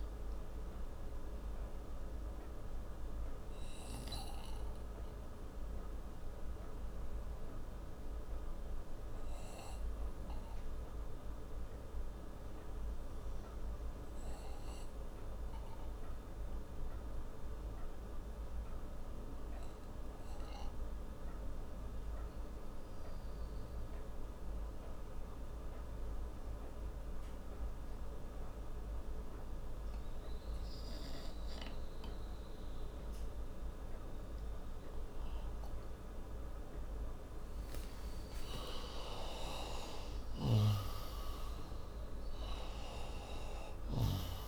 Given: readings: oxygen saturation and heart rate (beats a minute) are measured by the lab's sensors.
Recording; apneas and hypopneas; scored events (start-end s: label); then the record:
breathing in sleep, hard to hear, by a room microphone; 1
0.00-11.00 s: oxygen desaturation (device-marked, oxygen 87% lowest)
1.00-38.50 s: obstructive apnea (oxygen 96% before, 87% lowest)
31.00-44.48 s: oxygen desaturation (device-marked, oxygen 97% before, 88% lowest)
39.50-44.00 s: arousal
From the record:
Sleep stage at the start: N2 (light sleep); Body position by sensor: on the right side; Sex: male